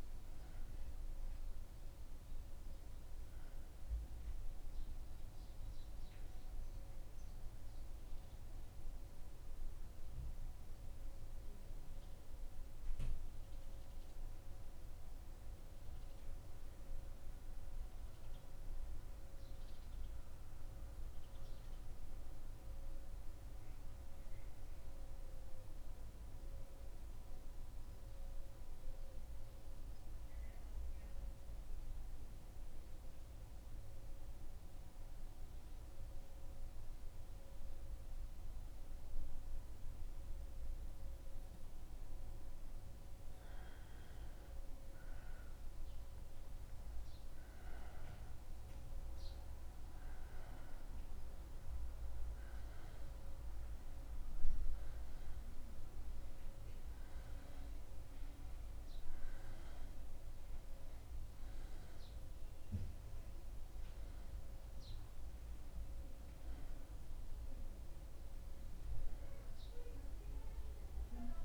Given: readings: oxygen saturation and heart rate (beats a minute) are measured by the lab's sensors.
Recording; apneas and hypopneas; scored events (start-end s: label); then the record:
breathing in sleep, hard to hear, by a room microphone; 1
5.00-8.50 s: arousal
11.50-42.50 s: mixed apnea (oxygen 95% before, 91% lowest, heart rate 76 before, 75 extreme, up 0 after)
34.50-71.45 s: new sleep stage, N2 (light sleep)
36.50-50.50 s: oxygen desaturation (device-marked, oxygen 97% before, 91% lowest, heart rate 76 before, 75 extreme)
47.50-52.00 s: arousal
69.50-71.45 s: arousal
From the record:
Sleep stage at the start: N1 (lightest sleep); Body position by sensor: on the back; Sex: male